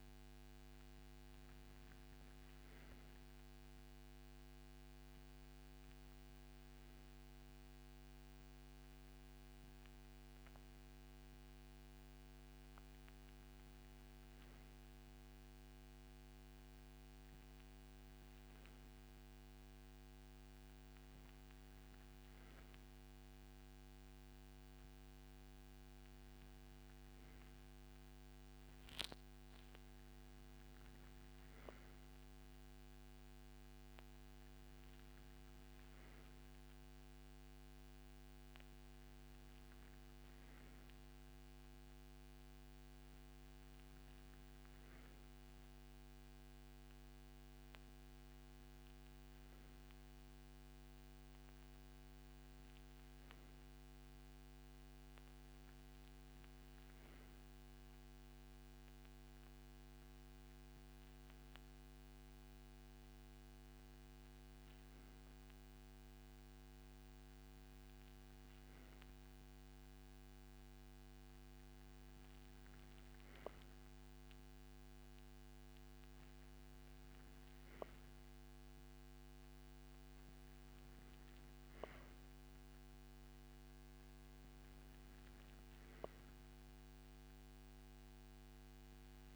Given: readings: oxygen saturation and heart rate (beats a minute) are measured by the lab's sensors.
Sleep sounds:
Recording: breathing in sleep, hard to hear, by a microphone on the trachea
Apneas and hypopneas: none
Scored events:
none scored
From the record:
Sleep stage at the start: N2 (light sleep)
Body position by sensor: on the right side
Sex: male

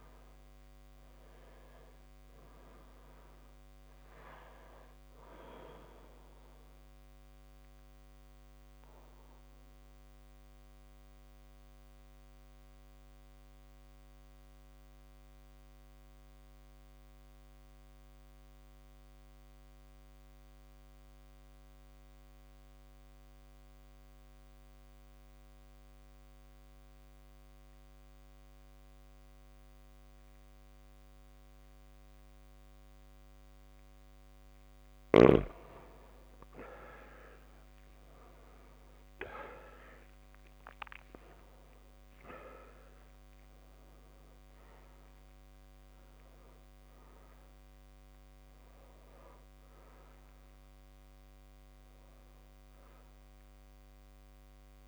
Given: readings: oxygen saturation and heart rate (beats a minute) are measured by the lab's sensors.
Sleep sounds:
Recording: breathing in sleep by a microphone on the trachea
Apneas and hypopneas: 1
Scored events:
0.00-28.50 s: oxygen desaturation (device-marked, oxygen 93% lowest)
7.50-34.00 s: mixed apnea (oxygen 99% before, 91% lowest)
37.50-42.00 s: arousal
43.50-54.87 s: oxygen desaturation (device-marked, oxygen 98% before, 91% lowest)
From the record:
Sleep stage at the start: N2 (light sleep)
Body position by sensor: on the back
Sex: male

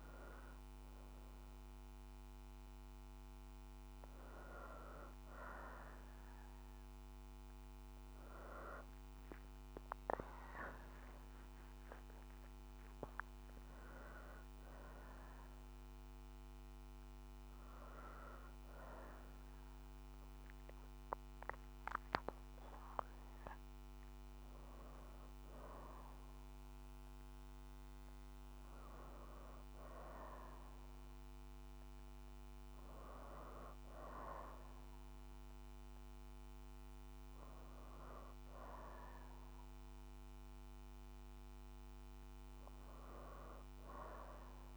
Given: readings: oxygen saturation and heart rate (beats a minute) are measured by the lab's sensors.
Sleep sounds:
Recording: breathing in sleep by a microphone on the trachea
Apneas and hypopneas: none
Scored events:
none scored
From the record:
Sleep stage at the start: N2 (light sleep)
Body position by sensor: on the back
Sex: female

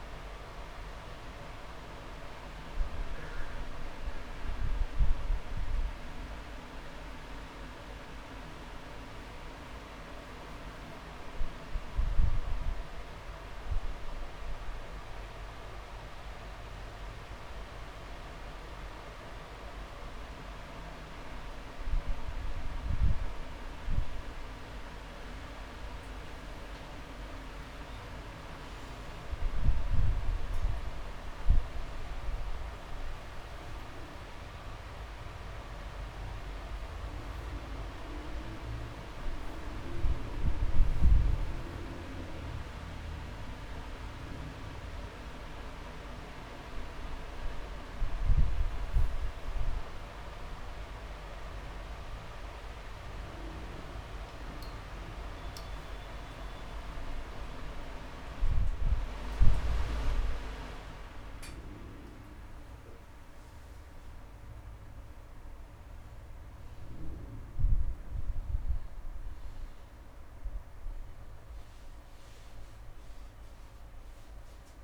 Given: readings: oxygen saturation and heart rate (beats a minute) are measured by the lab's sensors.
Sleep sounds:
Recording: breathing in sleep by a room microphone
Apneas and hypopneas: 1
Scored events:
0.00-1.00 s: long interval between heartbeats (device-marked)
4.00-20.00 s: mixed apnea (oxygen 98% before, 95% lowest)
12.00-21.00 s: drop in pulse transit time (device-marked)
15.00-17.00 s: long interval between heartbeats (device-marked)
28.00-33.50 s: arousal
28.50-30.50 s: long interval between heartbeats (device-marked)
46.00-48.00 s: long interval between heartbeats (device-marked)
65.50-67.50 s: long interval between heartbeats (device-marked)
From the record:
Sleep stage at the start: N2 (light sleep)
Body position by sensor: upright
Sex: male

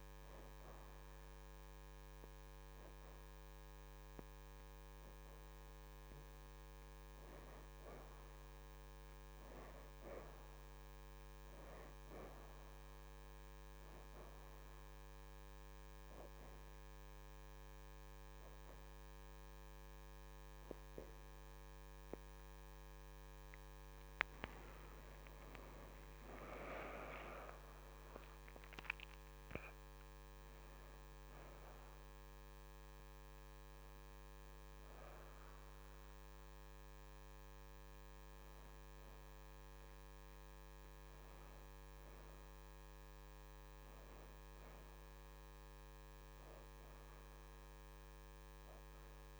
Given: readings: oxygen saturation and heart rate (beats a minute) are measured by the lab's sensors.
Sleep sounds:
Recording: breathing in sleep by a microphone on the trachea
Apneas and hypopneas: 1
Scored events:
0.00-16.00 s: oxygen desaturation (device-marked, oxygen 61% lowest, heart rate 78 extreme)
14.50-24.50 s: hypopnea (oxygen 83% before, 68% lowest, heart rate 82 before, 76 extreme, up 3 after)
21.00-27.00 s: oxygen desaturation (device-marked, oxygen 78% before, 71% lowest, heart rate 82 before, 76 extreme)
25.00-29.50 s: arousal
25.00-49.39 s: new sleep stage, N1 (lightest sleep)
33.00-49.39 s: oxygen desaturation (device-marked, oxygen 81% before, 68% lowest, heart rate 82 before, 76 extreme)
From the record:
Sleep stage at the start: N2 (light sleep)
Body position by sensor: on the back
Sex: female

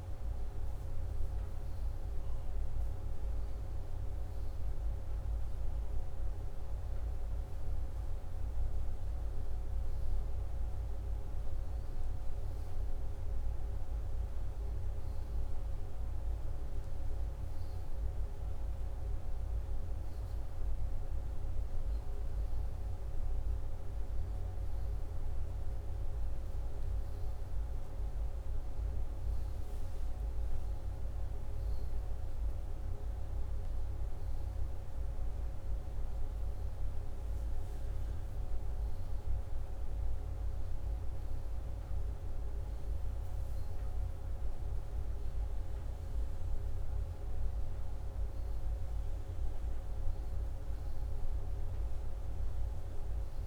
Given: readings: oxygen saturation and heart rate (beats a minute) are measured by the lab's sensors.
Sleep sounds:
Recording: breathing in sleep, hard to hear, by a room microphone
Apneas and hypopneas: none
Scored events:
none scored
From the record:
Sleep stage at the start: N2 (light sleep)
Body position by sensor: upright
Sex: male

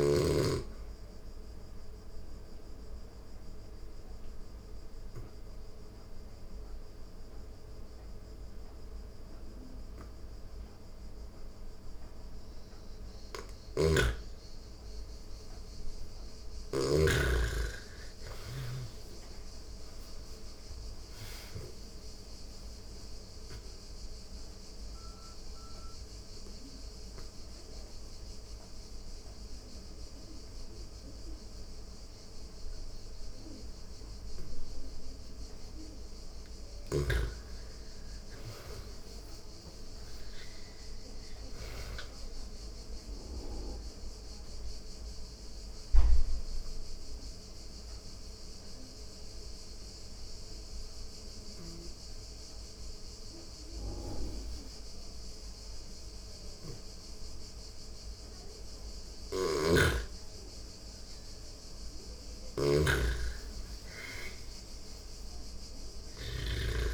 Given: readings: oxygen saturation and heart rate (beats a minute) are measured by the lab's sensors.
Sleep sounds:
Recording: breathing in sleep by a room microphone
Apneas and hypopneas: 3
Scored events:
1.50-12.50 s: obstructive apnea (oxygen 98% before, 85% lowest)
3.00-12.00 s: oxygen desaturation (device-marked, oxygen 98% before, 91% lowest)
12.50-21.00 s: snoring (device-marked)
15.50-19.00 s: arousal
20.00-37.00 s: oxygen desaturation (device-marked, oxygen 96% before, 85% lowest)
23.50-36.00 s: obstructive apnea (oxygen 98% before, 85% lowest)
37.00-40.00 s: arousal
42.00-60.50 s: obstructive apnea (oxygen 98% before, 85% lowest)
44.00-56.00 s: oxygen desaturation (device-marked, oxygen 98% before, 90% lowest)
58.50-66.00 s: snoring (device-marked)
62.50-65.50 s: arousal
From the record:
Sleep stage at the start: N2 (light sleep)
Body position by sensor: on the back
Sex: female

